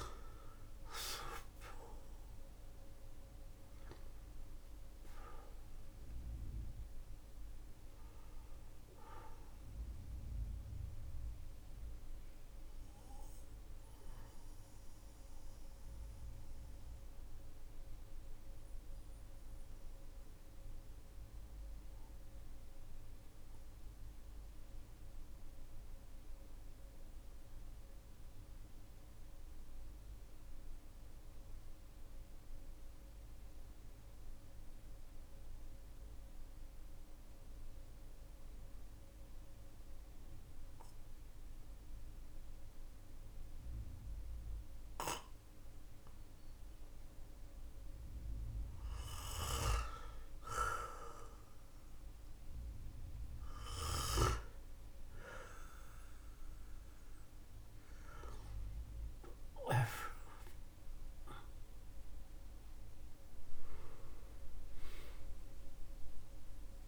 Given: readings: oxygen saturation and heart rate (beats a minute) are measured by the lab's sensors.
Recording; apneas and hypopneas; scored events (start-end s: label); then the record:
breathing in sleep by a room microphone; 1
4.50-25.50 s: oxygen desaturation (device-marked, oxygen 95% before, 92% lowest, heart rate 51 before, 45 extreme)
10.50-52.00 s: mixed apnea (oxygen 97% before, 92% lowest, heart rate 49 before, 39 extreme)
45.50-66.87 s: oxygen desaturation (device-marked, oxygen 99% before, 92% lowest, heart rate 51 before, 39 extreme)
58.00-64.00 s: arousal
From the record:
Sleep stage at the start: N2 (light sleep); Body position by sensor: on the back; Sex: male